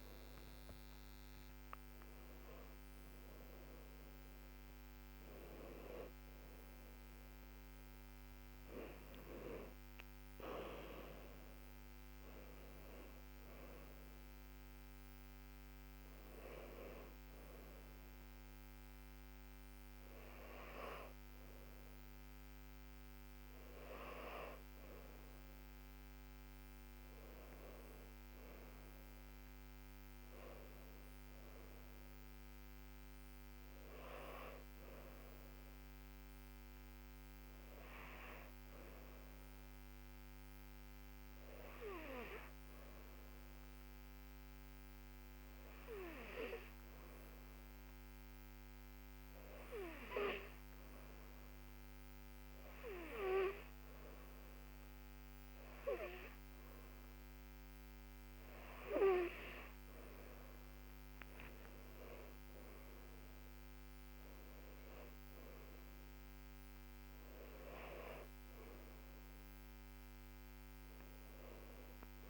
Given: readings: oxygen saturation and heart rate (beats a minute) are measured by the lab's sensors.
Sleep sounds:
breathing in sleep by a microphone on the trachea; 1
9.00-12.50 s: arousal
40.50-57.00 s: hypopnea (oxygen 99% before, 95% lowest, heart rate 81 before, 75 extreme, up 6 after)
61.00-65.00 s: arousal
From the record:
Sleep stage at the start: N2 (light sleep); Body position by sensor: on the back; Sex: female

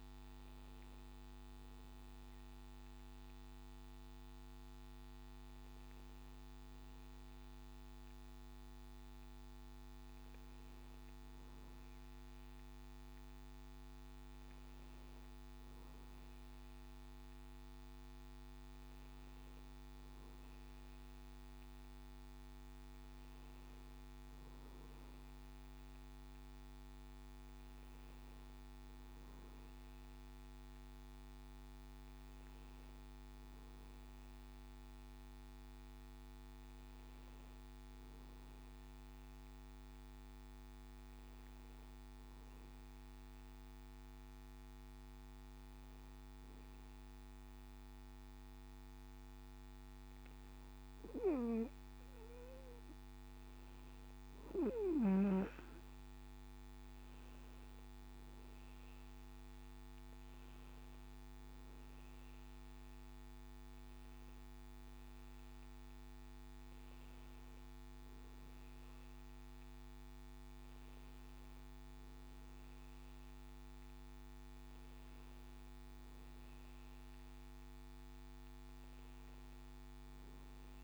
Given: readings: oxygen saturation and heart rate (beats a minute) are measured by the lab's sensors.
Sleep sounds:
breathing in sleep, hard to hear, by a microphone on the trachea; 1
35.50-80.84 s: new sleep stage, N2 (light sleep)
40.00-52.50 s: hypopnea (oxygen 97% before, 94% lowest, heart rate 71 before, 68 extreme, up 2 after)
55.50-58.50 s: arousal
From the record:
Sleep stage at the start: N1 (lightest sleep); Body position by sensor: on the back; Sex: male

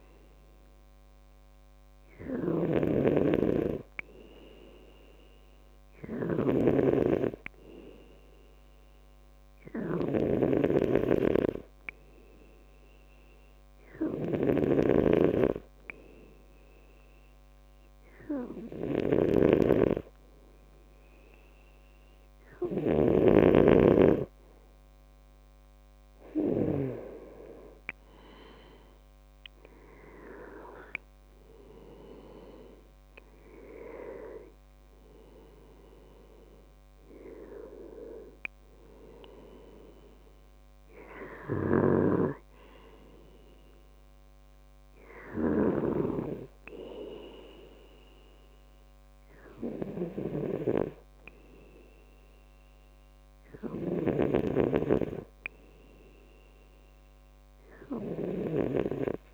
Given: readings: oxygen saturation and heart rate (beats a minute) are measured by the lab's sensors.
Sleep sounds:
breathing in sleep by a microphone on the trachea; 1
0.00-27.00 s: snoring (device-marked)
3.00-6.50 s: arousal
10.50-24.50 s: hypopnea (oxygen 95% before, 93% lowest, heart rate 66 before, 66 extreme, up 5 after)
28.00-31.50 s: arousal
From the record:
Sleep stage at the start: N2 (light sleep); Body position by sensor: on the back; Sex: male

